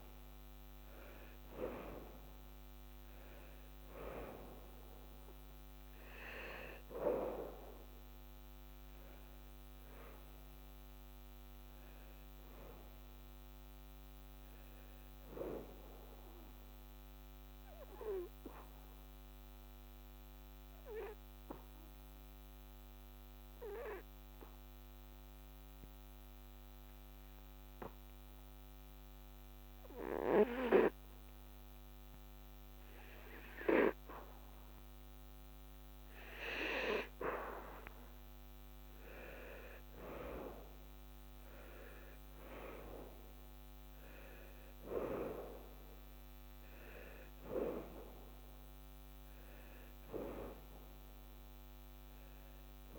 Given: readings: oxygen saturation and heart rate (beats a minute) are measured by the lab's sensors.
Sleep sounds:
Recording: breathing in sleep by a microphone on the trachea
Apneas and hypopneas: 1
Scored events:
17.50-37.00 s: obstructive apnea (oxygen 92% before, 86% lowest, heart rate 85 before, 72 extreme, up 9 after)
38.50-52.99 s: oxygen desaturation (device-marked, oxygen 98% before, 90% lowest, heart rate 77 before, 73 extreme)
39.00-42.50 s: arousal
From the record:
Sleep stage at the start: N2 (light sleep)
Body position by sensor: on the back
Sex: male

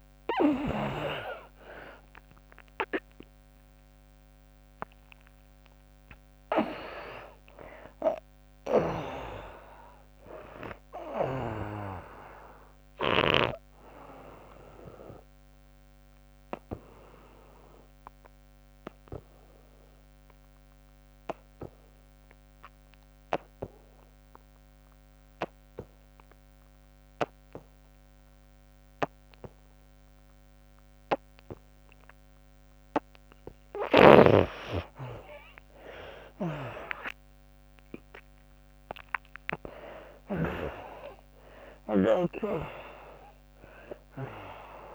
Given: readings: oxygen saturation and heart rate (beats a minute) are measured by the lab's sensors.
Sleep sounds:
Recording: breathing in sleep by a microphone on the trachea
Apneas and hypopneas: 1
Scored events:
0.00-2.50 s: arousal
0.00-24.00 s: oxygen desaturation (device-marked, oxygen 79% lowest, heart rate 66 extreme)
14.50-32.50 s: obstructive apnea (oxygen 98% before, 76% lowest, heart rate 87 before, 66 extreme)
26.00-44.95 s: oxygen desaturation (device-marked, oxygen 99% before, 76% lowest, heart rate 80 before, 61 extreme)
33.50-40.00 s: snoring (device-marked)
35.00-39.00 s: arousal
From the record:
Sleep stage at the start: N2 (light sleep)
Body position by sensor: on the back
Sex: female

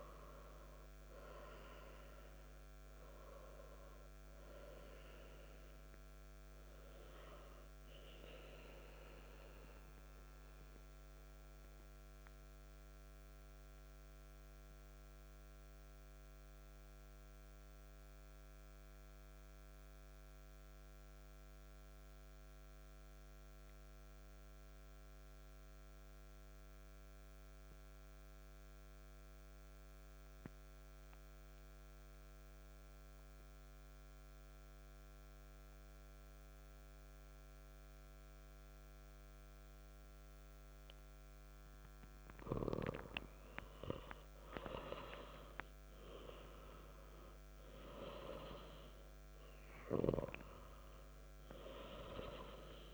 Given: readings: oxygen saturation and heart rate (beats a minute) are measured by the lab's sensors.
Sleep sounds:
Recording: breathing in sleep by a microphone on the trachea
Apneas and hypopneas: 1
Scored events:
0.00-10.50 s: oxygen desaturation (device-marked, oxygen 88% lowest, heart rate 60 extreme)
10.00-40.50 s: mixed apnea (oxygen 97% before, 93% lowest, heart rate 78 before, 57 extreme, up 3 after)
42.50-48.00 s: arousal
51.50-52.94 s: oxygen desaturation (device-marked, oxygen 96% before, 93% lowest, heart rate 64 before, 57 extreme)
From the record:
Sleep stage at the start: N2 (light sleep)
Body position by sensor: on the back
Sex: male

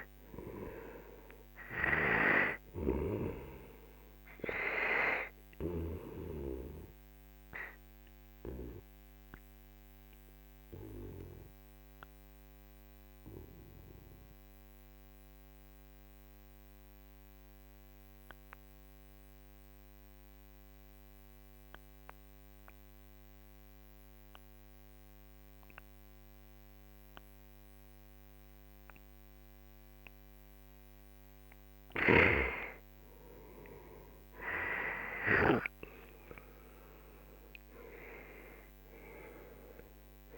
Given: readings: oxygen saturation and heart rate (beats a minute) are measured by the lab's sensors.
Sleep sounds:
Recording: breathing in sleep by a microphone on the trachea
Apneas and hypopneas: 1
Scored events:
0.00-18.50 s: oxygen desaturation (device-marked, oxygen 91% lowest, heart rate 41 extreme)
5.50-30.50 s: obstructive apnea (oxygen 97% before, 91% lowest, heart rate 55 before, 39 extreme, up 11 after)
31.50-40.38 s: oxygen desaturation (device-marked, oxygen 98% before, 91% lowest, heart rate 48 before, 39 extreme)
33.00-37.50 s: arousal
From the record:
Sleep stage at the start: N2 (light sleep)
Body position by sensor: on the right side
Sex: male

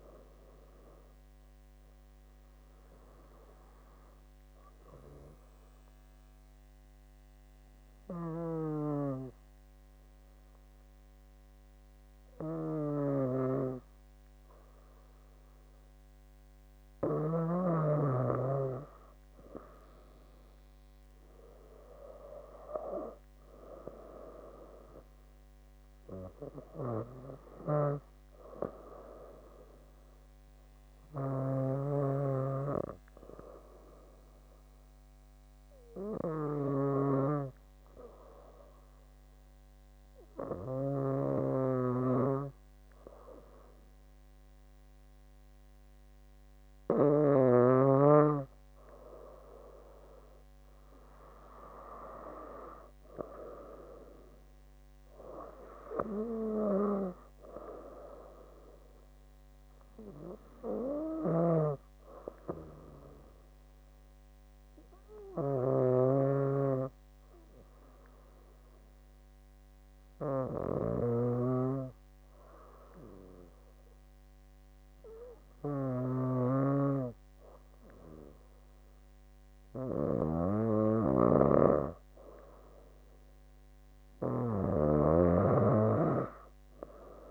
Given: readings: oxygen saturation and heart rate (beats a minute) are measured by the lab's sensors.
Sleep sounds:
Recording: breathing in sleep by a microphone on the trachea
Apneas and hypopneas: 3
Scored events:
4.00-17.00 s: obstructive apnea (oxygen 98% before, 94% lowest)
19.00-22.50 s: arousal
36.00-48.50 s: hypopnea (oxygen 97% before, 94% lowest)
51.00-55.50 s: arousal
62.50-82.00 s: hypopnea (oxygen 97% before, 94% lowest)
84.00-87.31 s: arousal
From the record:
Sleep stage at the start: N2 (light sleep)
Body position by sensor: on the back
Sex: female

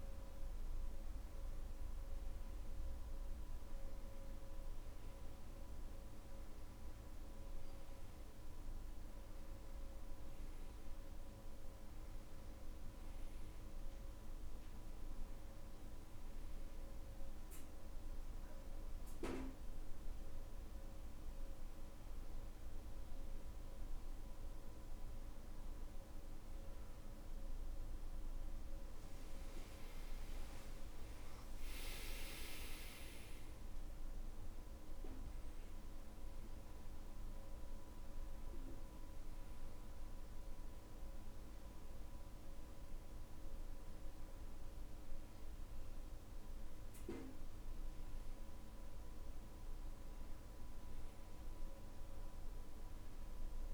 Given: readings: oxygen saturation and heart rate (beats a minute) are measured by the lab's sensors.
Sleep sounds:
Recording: breathing in sleep, hard to hear, by a room microphone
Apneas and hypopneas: none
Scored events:
none scored
From the record:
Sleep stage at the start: N2 (light sleep)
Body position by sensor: on the back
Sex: male

